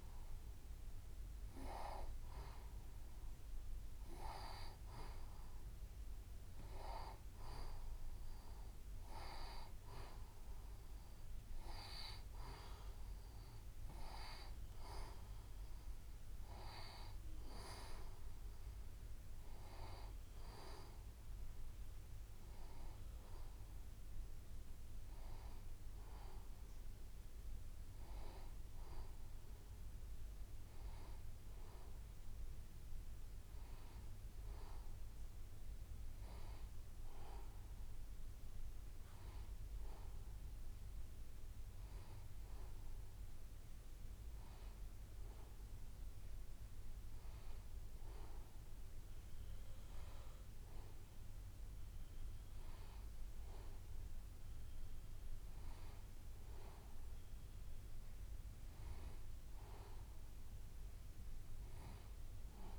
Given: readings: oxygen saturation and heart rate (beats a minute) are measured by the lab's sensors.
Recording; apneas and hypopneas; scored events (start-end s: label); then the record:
breathing in sleep by a room microphone; none
none scored
From the record:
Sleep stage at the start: N2 (light sleep); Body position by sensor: on the right side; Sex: female